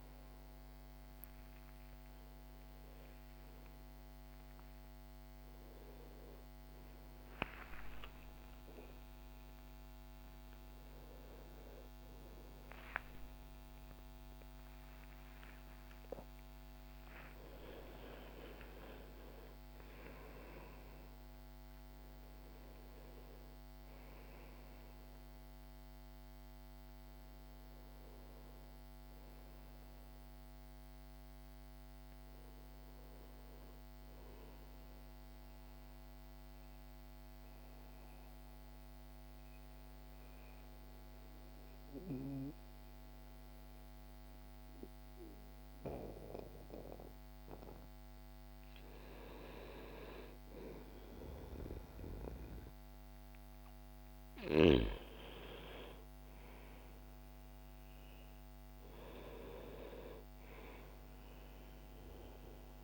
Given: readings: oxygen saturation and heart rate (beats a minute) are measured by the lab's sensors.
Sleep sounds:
a person awake in a sleep study, by a microphone on the trachea; 1
26.00-36.00 s: oxygen desaturation (device-marked, oxygen 99% before, 94% lowest, heart rate 116 before, 62 extreme)
34.00-62.84 s: new sleep stage, N1 (lightest sleep)
35.50-47.50 s: central apnea (oxygen 100% before, 86% lowest, heart rate 95 before, 62 extreme, up 3 after)
50.50-54.50 s: arousal
56.00-62.84 s: oxygen desaturation (device-marked, oxygen 97% before, 91% lowest, heart rate 66 before, 63 extreme)
From the record:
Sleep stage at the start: awake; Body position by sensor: on the back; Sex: male

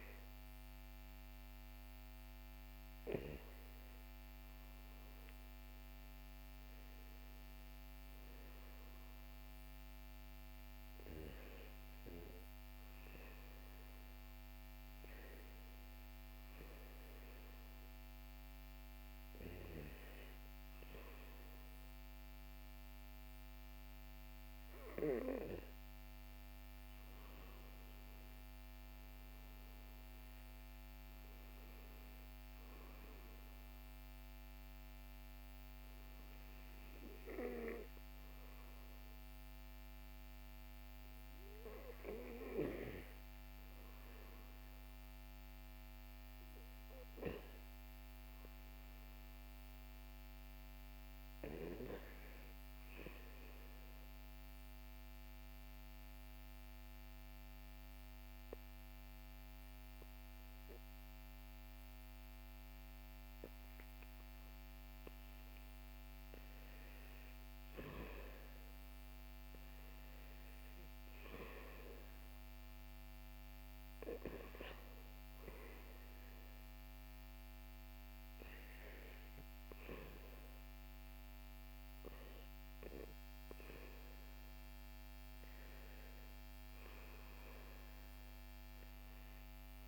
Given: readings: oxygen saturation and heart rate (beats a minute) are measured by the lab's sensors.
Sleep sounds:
breathing in sleep by a microphone on the trachea; 1
54.50-66.00 s: obstructive apnea (oxygen 98% before, 94% lowest, heart rate 60 before, 64 extreme, up 8 after)
57.00-76.00 s: oxygen desaturation (device-marked, oxygen 97% before, 94% lowest, heart rate 60 before, 62 extreme)
67.50-71.50 s: arousal
From the record:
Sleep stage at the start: REM sleep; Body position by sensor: on the back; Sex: male

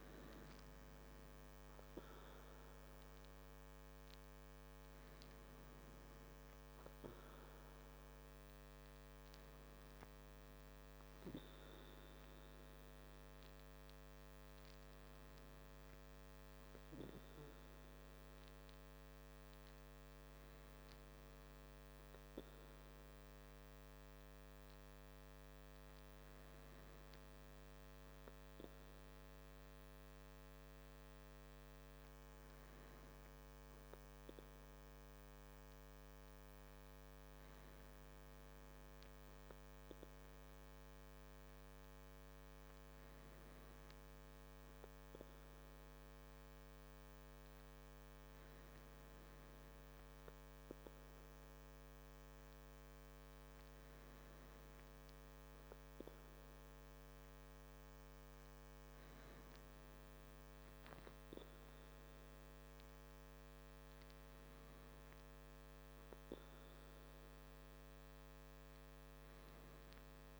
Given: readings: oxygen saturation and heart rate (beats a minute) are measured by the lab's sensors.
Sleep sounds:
breathing in sleep, hard to hear, by a microphone on the trachea; none
none scored
From the record:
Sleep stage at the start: N2 (light sleep); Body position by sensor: on the back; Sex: male

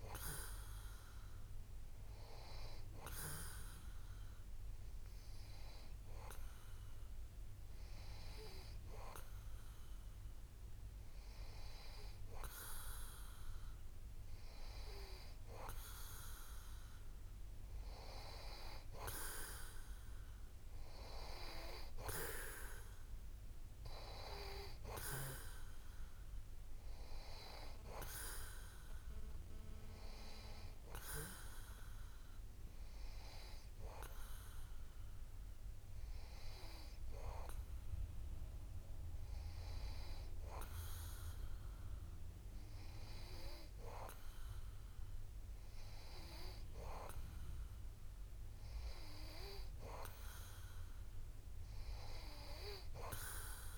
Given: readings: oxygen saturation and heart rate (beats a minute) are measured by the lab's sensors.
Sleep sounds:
breathing in sleep by a room microphone; none
none scored
From the record:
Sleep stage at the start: N2 (light sleep); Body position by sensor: on the back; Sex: male

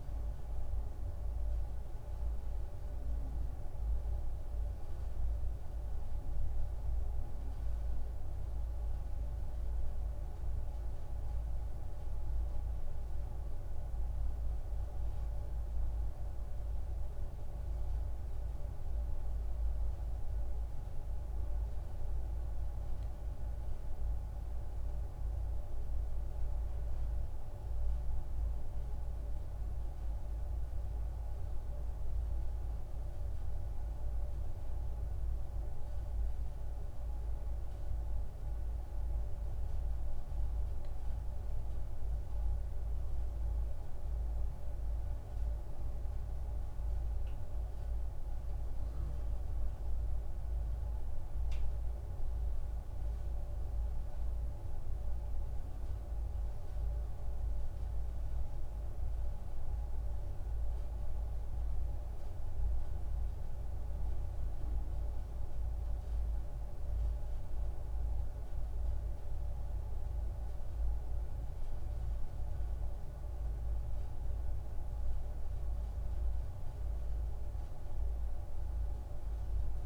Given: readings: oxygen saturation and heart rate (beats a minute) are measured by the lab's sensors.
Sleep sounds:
a person awake in a sleep study, hard to hear, by a room microphone; none
none scored
From the record:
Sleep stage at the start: awake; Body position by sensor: on the back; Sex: male

